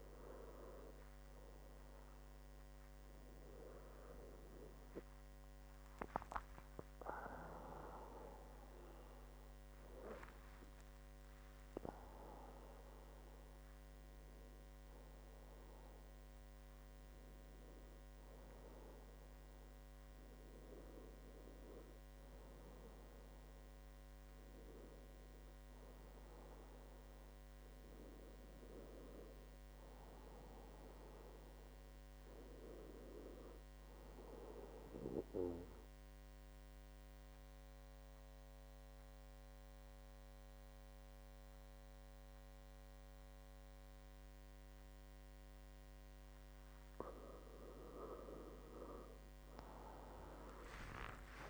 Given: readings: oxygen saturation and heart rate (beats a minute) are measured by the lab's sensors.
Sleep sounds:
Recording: breathing in sleep by a microphone on the trachea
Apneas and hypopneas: 1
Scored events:
7.00-11.50 s: arousal
34.50-47.00 s: obstructive apnea (oxygen 97% before, 92% lowest, heart rate 80 before, 72 extreme, up 8 after)
49.00-51.49 s: oxygen desaturation (device-marked, oxygen 96% before, 92% lowest, heart rate 75 before, 73 extreme)
49.50-51.49 s: arousal
From the record:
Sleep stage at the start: N2 (light sleep)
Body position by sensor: on the back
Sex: male

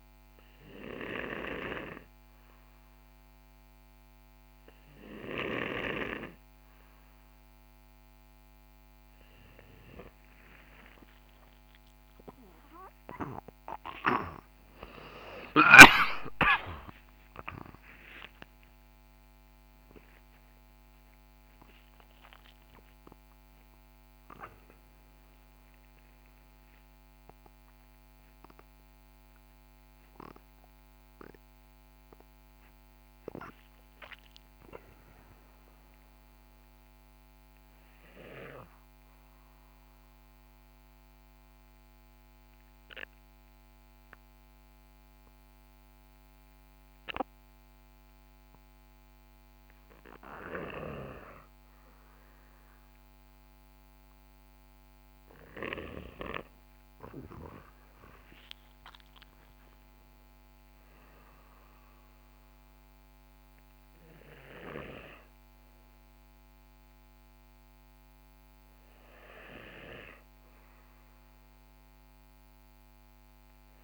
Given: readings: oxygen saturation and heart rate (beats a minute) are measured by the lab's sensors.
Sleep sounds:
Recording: breathing in sleep by a microphone on the trachea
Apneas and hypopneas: 1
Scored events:
15.50-20.00 s: arousal
40.00-50.50 s: obstructive apnea (oxygen 97% before, 93% lowest, heart rate 98 before, 61 extreme, up 12 after)
52.50-56.50 s: arousal
55.00-66.00 s: oxygen desaturation (device-marked, oxygen 98% before, 93% lowest, heart rate 77 before, 61 extreme)
From the record:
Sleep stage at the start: N2 (light sleep)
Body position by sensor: on the right side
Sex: male

